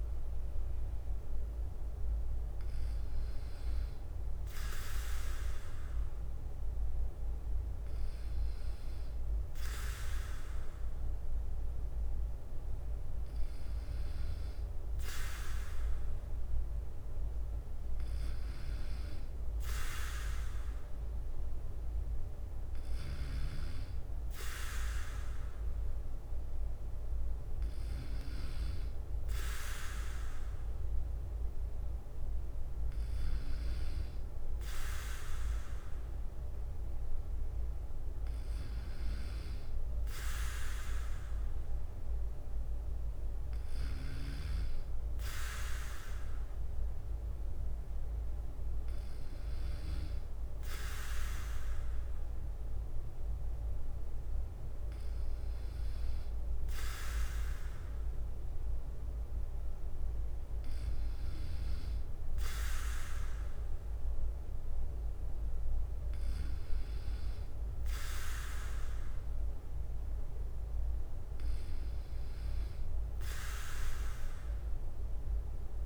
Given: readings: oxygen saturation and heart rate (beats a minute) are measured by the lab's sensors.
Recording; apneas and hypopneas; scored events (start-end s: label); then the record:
breathing in sleep by a room microphone; none
0.00-15.00 s: bradycardia (device-marked, heart rate 52 extreme)
18.00-75.86 s: bradycardia (device-marked, heart rate 58 before, 55 extreme)
From the record:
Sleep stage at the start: N2 (light sleep); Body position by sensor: on the back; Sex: male